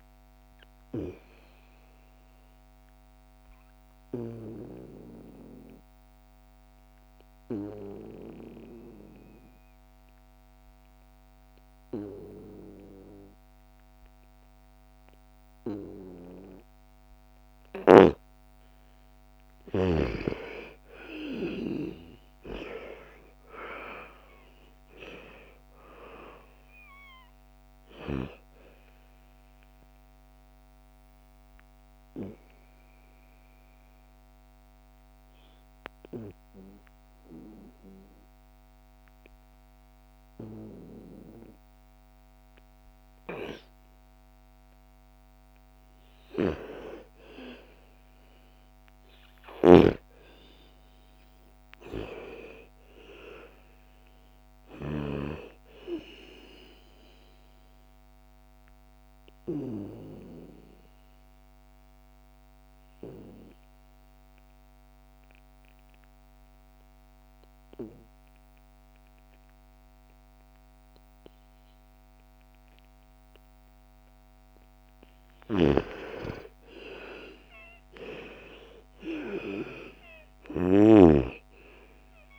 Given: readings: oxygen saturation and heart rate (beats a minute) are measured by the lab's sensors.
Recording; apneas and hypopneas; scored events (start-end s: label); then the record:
breathing in sleep by a microphone on the trachea; 3
0.00-14.00 s: oxygen desaturation (device-marked, oxygen 86% lowest, heart rate 54 extreme)
0.50-16.50 s: obstructive apnea (oxygen 99% before, 85% lowest, heart rate 59 before, 54 extreme, up 12 after)
19.00-39.00 s: oxygen desaturation (device-marked, oxygen 98% before, 85% lowest, heart rate 60 before, 56 extreme)
19.50-24.50 s: arousal
29.00-44.50 s: obstructive apnea (oxygen 98% before, 84% lowest, heart rate 60 before, 55 extreme, up 7 after)
47.50-51.50 s: arousal
53.00-64.00 s: oxygen desaturation (device-marked, oxygen 98% before, 90% lowest, heart rate 59 before, 54 extreme)
56.50-73.50 s: obstructive apnea (oxygen 99% before, 82% lowest, heart rate 60 before, 54 extreme, up 16 after)
75.00-81.00 s: snoring (device-marked)
77.00-81.50 s: arousal
79.00-82.38 s: oxygen desaturation (device-marked, oxygen 97% before, 84% lowest, heart rate 57 before, 54 extreme)
From the record:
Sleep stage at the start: N2 (light sleep); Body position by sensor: on the back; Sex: female